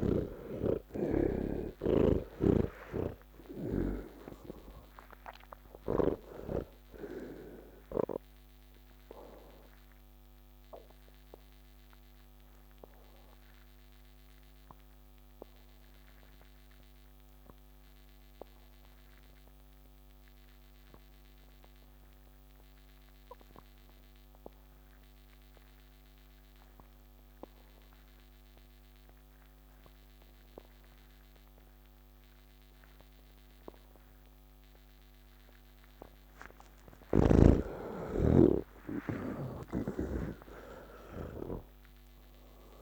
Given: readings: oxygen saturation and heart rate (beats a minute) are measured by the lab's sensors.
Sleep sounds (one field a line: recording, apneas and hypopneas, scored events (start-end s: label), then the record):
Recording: breathing in sleep by a microphone on the trachea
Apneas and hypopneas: 1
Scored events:
0.00-2.00 s: snoring (device-marked)
0.00-22.00 s: oxygen desaturation (device-marked, oxygen 77% lowest)
9.50-35.50 s: obstructive apnea (oxygen 98% before, 77% lowest, heart rate 55 before, 99 extreme)
30.00-42.82 s: oxygen desaturation (device-marked, oxygen 98% before, 77% lowest)
From the record:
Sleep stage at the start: N3 (deep sleep)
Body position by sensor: on the back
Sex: male